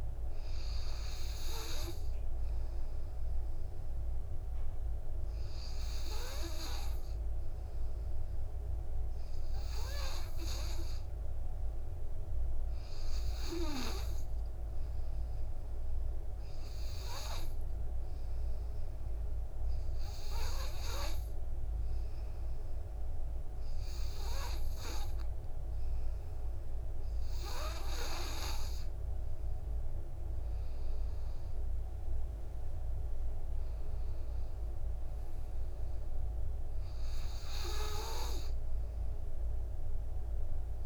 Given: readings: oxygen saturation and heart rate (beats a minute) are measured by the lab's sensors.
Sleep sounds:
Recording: breathing in sleep by a room microphone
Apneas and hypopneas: 1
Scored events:
0.00-7.00 s: oxygen desaturation (device-marked, oxygen 93% lowest, heart rate 53 extreme)
15.00-29.00 s: obstructive apnea (oxygen 96% before, 90% lowest, heart rate 59 before, 52 extreme, up 18 after)
30.00-40.86 s: oxygen desaturation (device-marked, oxygen 95% before, 90% lowest, heart rate 58 before, 52 extreme)
30.50-34.00 s: arousal
From the record:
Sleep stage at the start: N2 (light sleep)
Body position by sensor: on the right side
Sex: male

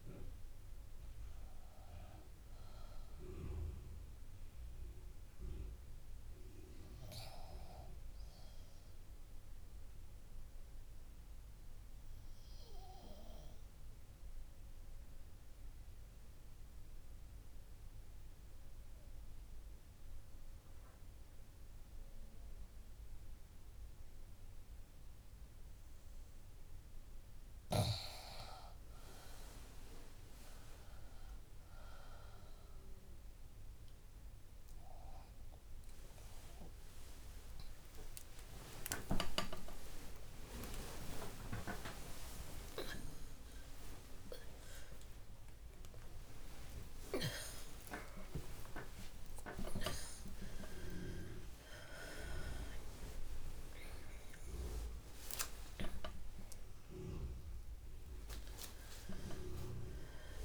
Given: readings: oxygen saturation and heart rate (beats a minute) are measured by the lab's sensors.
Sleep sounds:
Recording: a person partly awake in a sleep study, by a room microphone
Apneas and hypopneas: 1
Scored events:
0.00-15.50 s: oxygen desaturation (device-marked, oxygen 79% lowest, heart rate 60 extreme)
10.50-25.50 s: obstructive apnea (oxygen 97% before, 79% lowest, heart rate 67 before, 60 extreme, up 10 after)
27.50-58.50 s: oxygen desaturation (device-marked, oxygen 99% before, 80% lowest, heart rate 61 before, 71 extreme)
38.50-60.45 s: new sleep stage, awake
From the record:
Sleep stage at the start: N2 (light sleep)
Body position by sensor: on the left side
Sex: female

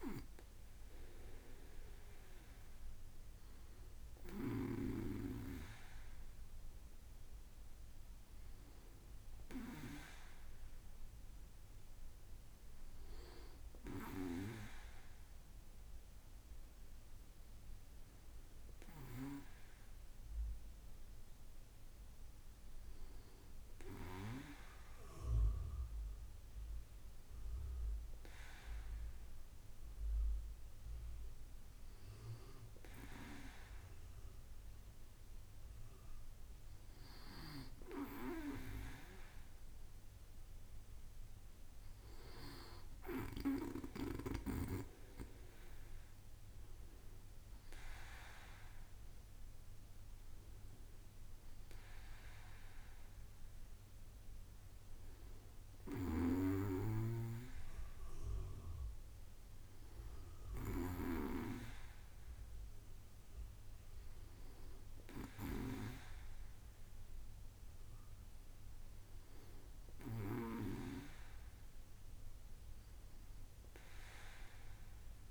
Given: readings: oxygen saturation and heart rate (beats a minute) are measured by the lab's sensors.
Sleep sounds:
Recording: breathing in sleep by a room microphone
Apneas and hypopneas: none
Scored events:
none scored
From the record:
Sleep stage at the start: N2 (light sleep)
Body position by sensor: on the back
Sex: male

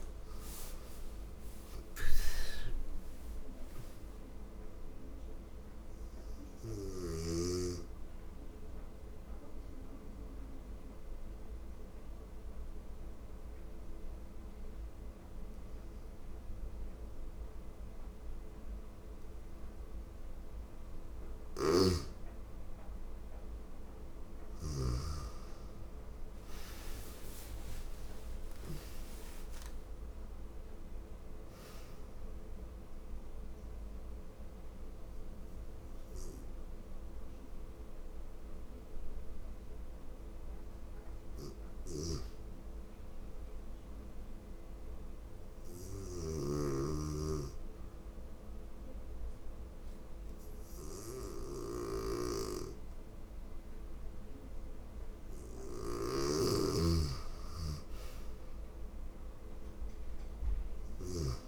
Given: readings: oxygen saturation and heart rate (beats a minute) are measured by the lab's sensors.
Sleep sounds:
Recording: breathing in sleep by a room microphone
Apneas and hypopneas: 3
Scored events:
0.00-3.00 s: arousal
6.00-22.00 s: oxygen desaturation (device-marked, oxygen 97% before, 90% lowest, heart rate 83 before, 79 extreme)
8.00-20.50 s: obstructive apnea (oxygen 97% before, 88% lowest, heart rate 84 before, 79 extreme, up 15 after)
21.00-24.50 s: snoring (device-marked)
22.50-27.00 s: arousal
30.00-48.00 s: oxygen desaturation (device-marked, oxygen 98% before, 88% lowest, heart rate 83 before, 81 extreme)
31.00-41.00 s: obstructive apnea (oxygen 98% before, 88% lowest, heart rate 84 before, 81 extreme, up 2 after)
41.00-60.50 s: snoring (device-marked)
42.50-45.00 s: arousal
46.50-56.50 s: obstructive apnea (oxygen 98% before, 89% lowest, heart rate 88 before, 81 extreme, up 1 after)
58.00-61.48 s: arousal
From the record:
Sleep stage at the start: N2 (light sleep)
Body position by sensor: on the right side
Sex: female

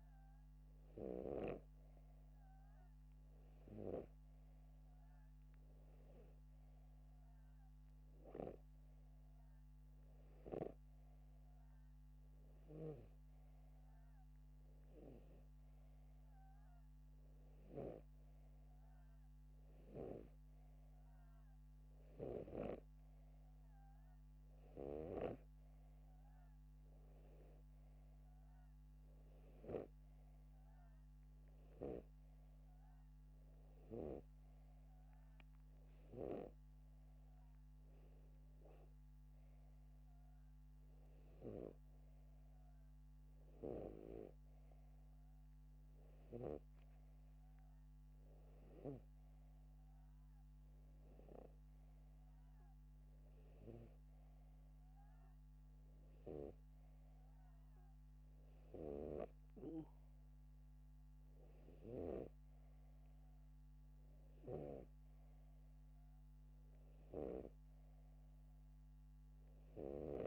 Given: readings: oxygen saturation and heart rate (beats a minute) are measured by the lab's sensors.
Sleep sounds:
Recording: breathing in sleep by a microphone on the trachea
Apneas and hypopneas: none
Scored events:
0.00-2.00 s: snoring (device-marked)
59.50-63.00 s: snoring (device-marked)
From the record:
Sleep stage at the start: N2 (light sleep)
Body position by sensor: upright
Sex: male

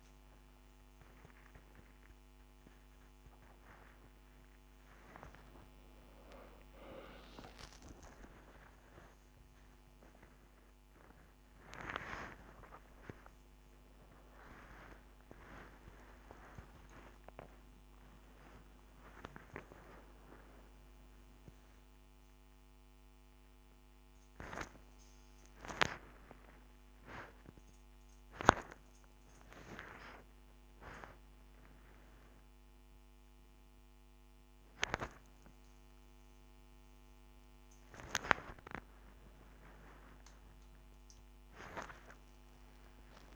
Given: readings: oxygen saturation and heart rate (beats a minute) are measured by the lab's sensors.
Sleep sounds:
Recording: a person awake in a sleep study, by a microphone on the trachea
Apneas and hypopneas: none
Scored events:
none scored
From the record:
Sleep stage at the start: awake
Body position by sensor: upright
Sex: male

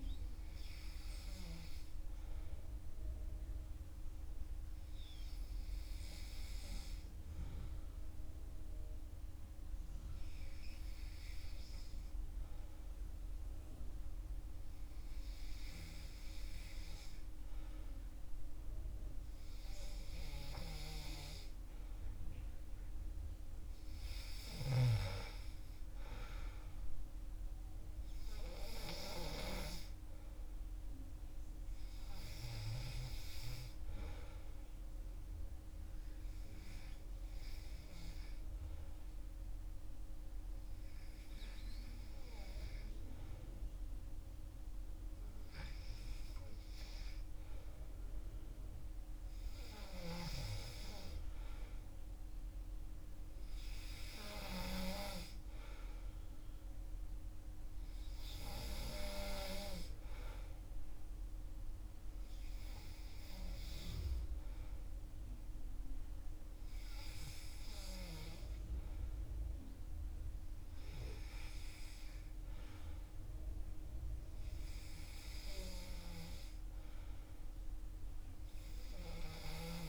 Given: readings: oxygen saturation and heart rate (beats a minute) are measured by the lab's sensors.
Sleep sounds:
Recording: breathing in sleep by a room microphone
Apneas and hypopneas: none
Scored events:
none scored
From the record:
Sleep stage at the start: N2 (light sleep)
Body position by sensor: on the back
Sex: male

